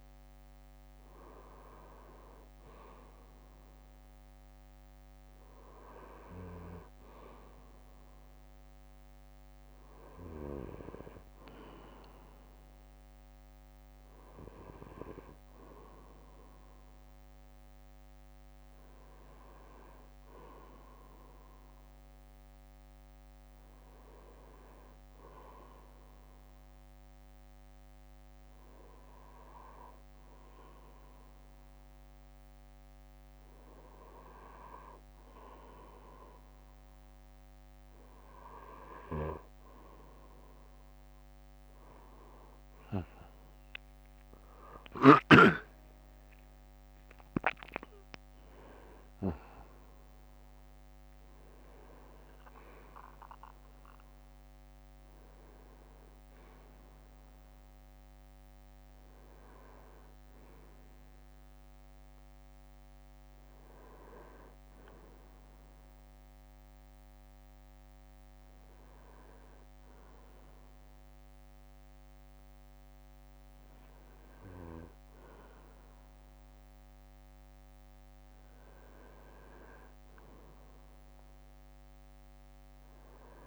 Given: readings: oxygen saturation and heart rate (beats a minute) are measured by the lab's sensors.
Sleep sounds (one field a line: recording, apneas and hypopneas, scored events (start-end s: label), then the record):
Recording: breathing in sleep by a microphone on the trachea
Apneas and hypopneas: 2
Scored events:
0.00-3.00 s: arousal
21.00-23.00 s: bradycardia (device-marked, heart rate 78 before, 62 extreme)
21.00-24.50 s: arousal
24.00-26.00 s: bradycardia (device-marked, heart rate 78 before, 57 extreme)
26.50-37.50 s: hypopnea (oxygen 95% before, 94% lowest, heart rate 63 before, 60 extreme, up 8 after)
42.50-47.00 s: arousal
67.00-78.50 s: hypopnea (oxygen 95% before, 94% lowest, heart rate 67 before, 58 extreme, up 11 after)
69.00-71.00 s: bradycardia (device-marked, heart rate 73 before, 63 extreme)
82.00-83.47 s: arousal
From the record:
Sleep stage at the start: N2 (light sleep)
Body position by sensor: on the back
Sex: male